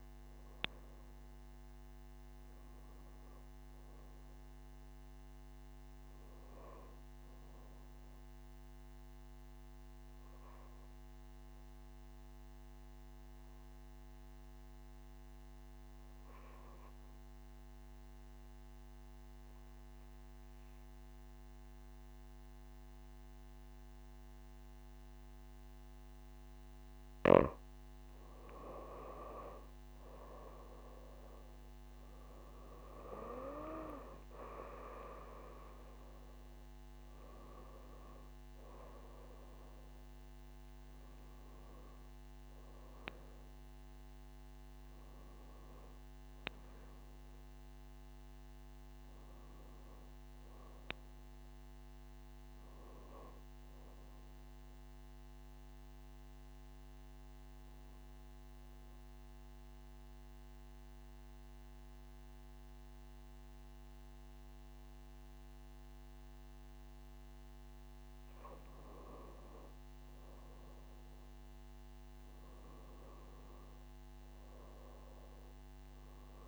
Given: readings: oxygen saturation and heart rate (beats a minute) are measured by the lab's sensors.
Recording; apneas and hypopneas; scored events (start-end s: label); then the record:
breathing in sleep by a microphone on the trachea; 2
4.50-8.00 s: arousal
10.00-27.00 s: mixed apnea (oxygen 93% before, 86% lowest)
29.50-34.00 s: arousal
29.50-65.50 s: oxygen desaturation (device-marked, oxygen 96% before, 86% lowest)
56.00-68.00 s: central apnea (oxygen 95% before, 87% lowest)
69.50-75.00 s: arousal
From the record:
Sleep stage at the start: N2 (light sleep); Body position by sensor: on the back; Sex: female